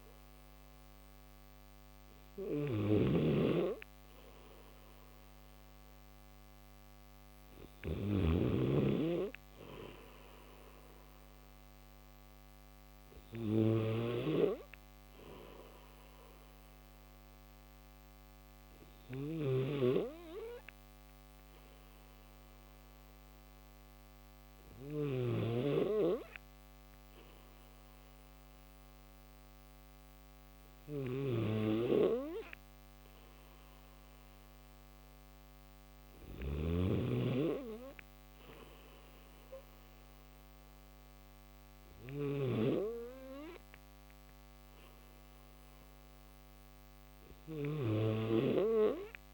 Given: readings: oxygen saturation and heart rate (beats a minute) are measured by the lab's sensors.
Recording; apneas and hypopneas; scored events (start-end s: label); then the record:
breathing in sleep by a microphone on the trachea; 1
0.00-49.33 s: snoring (device-marked)
17.50-31.00 s: hypopnea (oxygen 94% before, 89% lowest, heart rate 76 before, 75 extreme, up 3 after)
From the record:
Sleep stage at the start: N3 (deep sleep); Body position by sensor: on the back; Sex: male